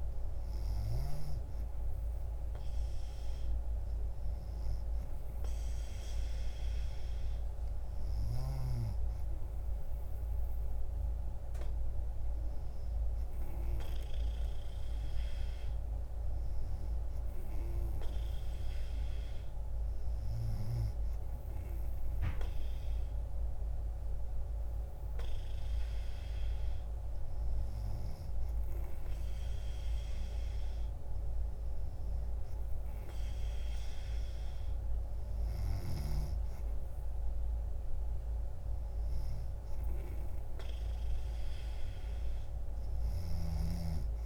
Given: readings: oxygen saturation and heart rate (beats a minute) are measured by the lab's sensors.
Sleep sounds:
breathing in sleep, hard to hear, by a room microphone; none
none scored
From the record:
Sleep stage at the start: N3 (deep sleep); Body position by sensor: on the back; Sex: female

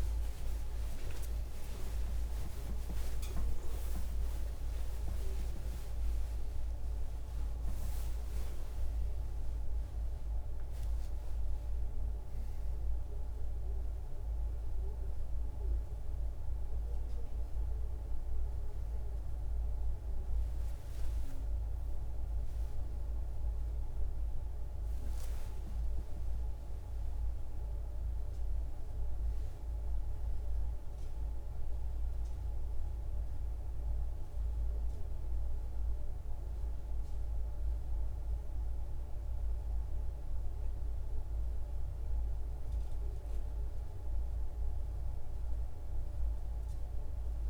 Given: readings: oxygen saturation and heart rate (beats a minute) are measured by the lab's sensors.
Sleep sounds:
breathing in sleep, hard to hear, by a room microphone; none
1.00-47.50 s: new sleep stage, N2 (light sleep)
1.50-7.50 s: arousal
3.00-15.00 s: oxygen desaturation (device-marked, oxygen 95% before, 92% lowest, heart rate 80 before, 58 extreme)
From the record:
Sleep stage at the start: N1 (lightest sleep); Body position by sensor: on the back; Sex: female

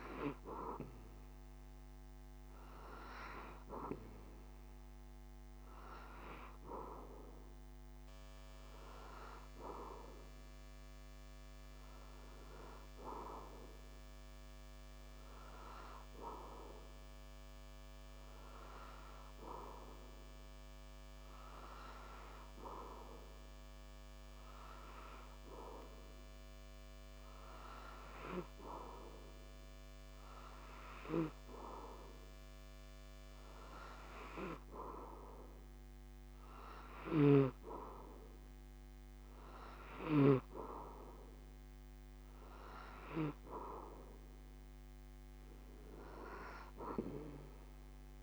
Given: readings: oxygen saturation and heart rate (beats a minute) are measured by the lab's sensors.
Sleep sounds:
breathing in sleep by a microphone on the trachea; none
37.00-40.50 s: snoring (device-marked)
From the record:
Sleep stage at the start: N3 (deep sleep); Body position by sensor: on the back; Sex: male

